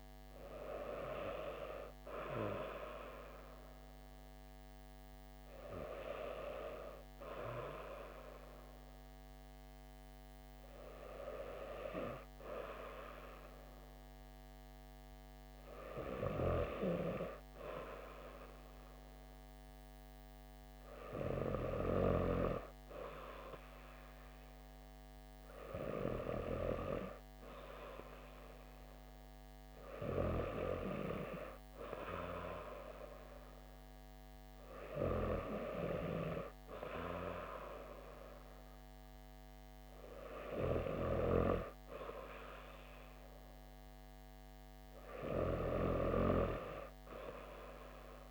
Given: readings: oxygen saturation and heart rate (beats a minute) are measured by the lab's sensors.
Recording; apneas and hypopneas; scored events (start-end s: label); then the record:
breathing in sleep by a microphone on the trachea; none
none scored
From the record:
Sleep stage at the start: N2 (light sleep); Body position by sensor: on the back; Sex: female